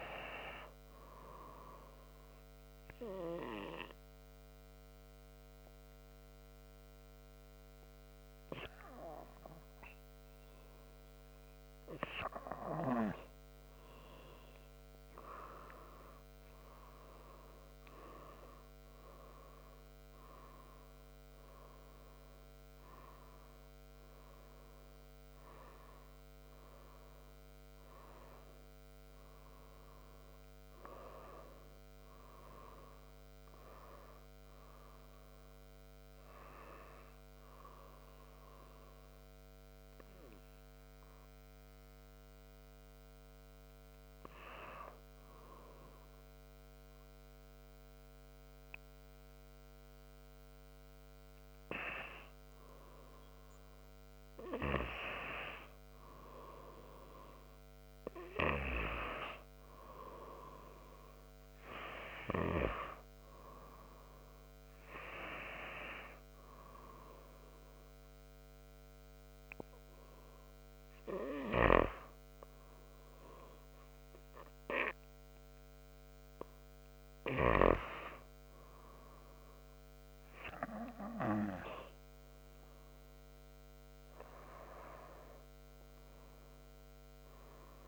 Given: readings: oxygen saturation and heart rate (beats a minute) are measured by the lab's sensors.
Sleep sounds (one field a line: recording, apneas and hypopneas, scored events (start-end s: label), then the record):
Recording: breathing in sleep by a microphone on the trachea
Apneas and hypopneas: 3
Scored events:
2.00-12.50 s: obstructive apnea (oxygen 97% before, 94% lowest, heart rate 76 before, 78 extreme, up 0 after)
14.00-18.00 s: arousal
38.50-52.50 s: hypopnea (oxygen 98% before, 96% lowest, heart rate 79 before, 75 extreme, up 0 after)
55.00-60.00 s: arousal
67.50-78.50 s: hypopnea (oxygen 99% before, 96% lowest, heart rate 77 before, 78 extreme, up 1 after)
85.00-87.88 s: arousal
From the record:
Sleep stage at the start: N2 (light sleep)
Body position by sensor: on the right side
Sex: male